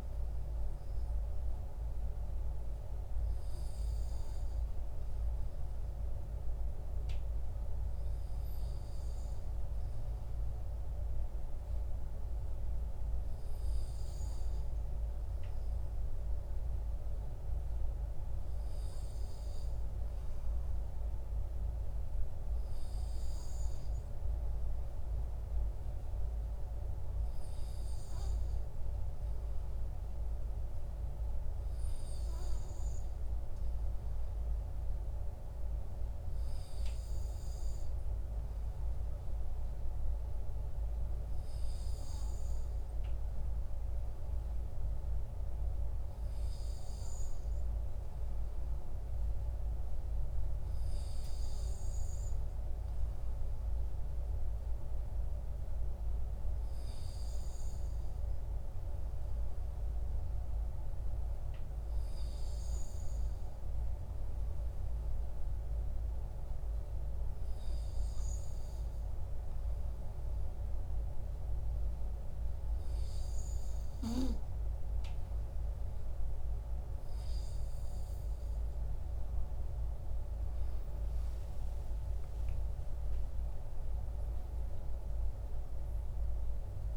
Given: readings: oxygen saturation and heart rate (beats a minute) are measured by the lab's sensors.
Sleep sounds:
breathing in sleep, hard to hear, by a room microphone; none
79.50-84.00 s: arousal
From the record:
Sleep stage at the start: N2 (light sleep); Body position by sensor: on the back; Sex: male

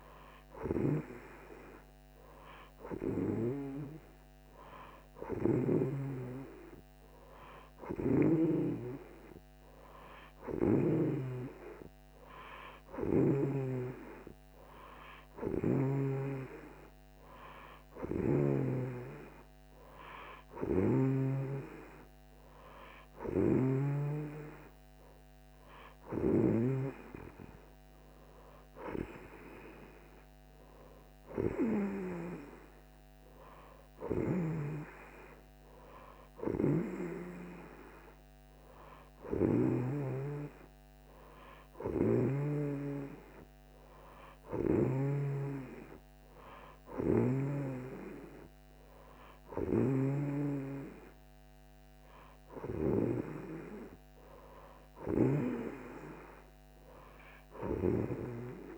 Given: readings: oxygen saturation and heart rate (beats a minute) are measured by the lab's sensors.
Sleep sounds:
breathing in sleep by a microphone on the trachea; none
10.50-18.50 s: snoring (device-marked)
23.00-26.50 s: snoring (device-marked)
34.00-39.50 s: snoring (device-marked)
41.50-50.00 s: snoring (device-marked)
From the record:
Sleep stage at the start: N2 (light sleep); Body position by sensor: on the right side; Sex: female

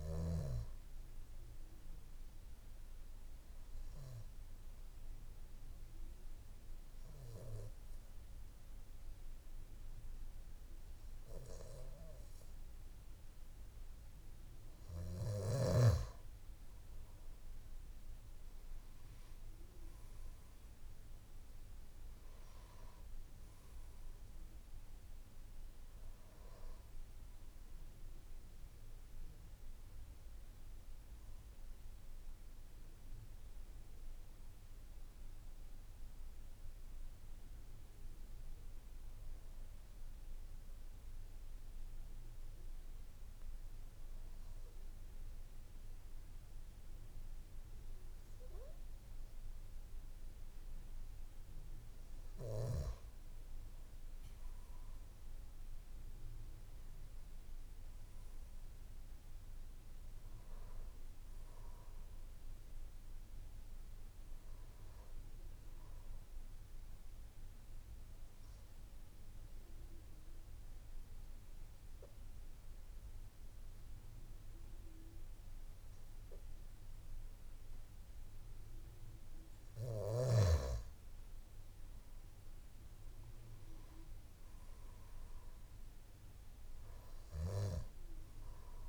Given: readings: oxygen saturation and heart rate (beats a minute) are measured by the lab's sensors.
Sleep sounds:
breathing in sleep by a room microphone; 3
5.00-15.50 s: obstructive apnea (oxygen 96% before, 92% lowest, heart rate 57 before, 57 extreme, up 4 after)
18.50-22.00 s: arousal
23.00-41.00 s: oxygen desaturation (device-marked, oxygen 96% before, 92% lowest, heart rate 59 before, 56 extreme)
37.50-52.50 s: hypopnea (oxygen 96% before, 93% lowest, heart rate 60 before, 56 extreme, up 6 after)
56.00-58.50 s: arousal
59.00-78.00 s: oxygen desaturation (device-marked, oxygen 97% before, 93% lowest, heart rate 58 before, 55 extreme)
68.00-80.50 s: obstructive apnea (oxygen 97% before, 90% lowest, heart rate 59 before, 55 extreme, up 3 after)
83.00-85.50 s: arousal
From the record:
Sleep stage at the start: N2 (light sleep); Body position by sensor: on the back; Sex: male

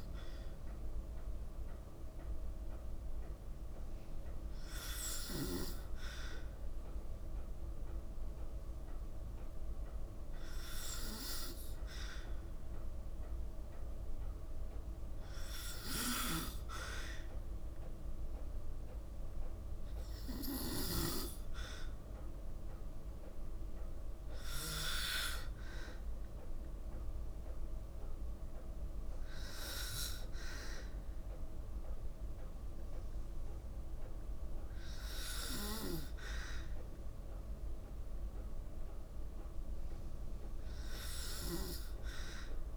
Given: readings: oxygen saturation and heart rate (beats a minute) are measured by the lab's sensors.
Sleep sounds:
breathing in sleep by a room microphone; none
0.00-5.00 s: snoring (device-marked)
From the record:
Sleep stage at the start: N2 (light sleep); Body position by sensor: on the back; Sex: female

